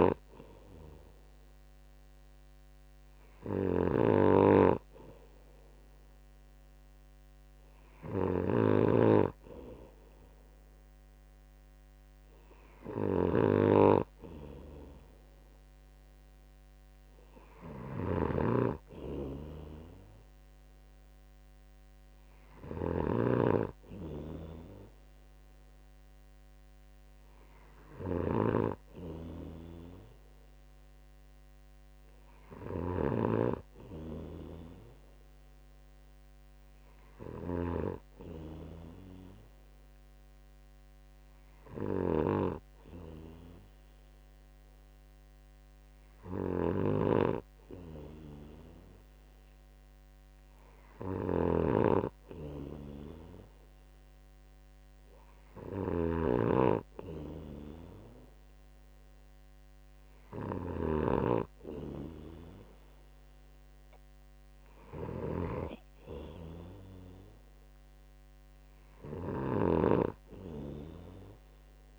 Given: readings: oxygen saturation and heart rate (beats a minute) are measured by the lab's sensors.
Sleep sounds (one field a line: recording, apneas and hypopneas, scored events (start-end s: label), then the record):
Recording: breathing in sleep by a microphone on the trachea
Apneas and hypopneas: none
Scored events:
0.00-71.99 s: snoring (device-marked)
From the record:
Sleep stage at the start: N2 (light sleep)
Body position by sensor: on the right side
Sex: male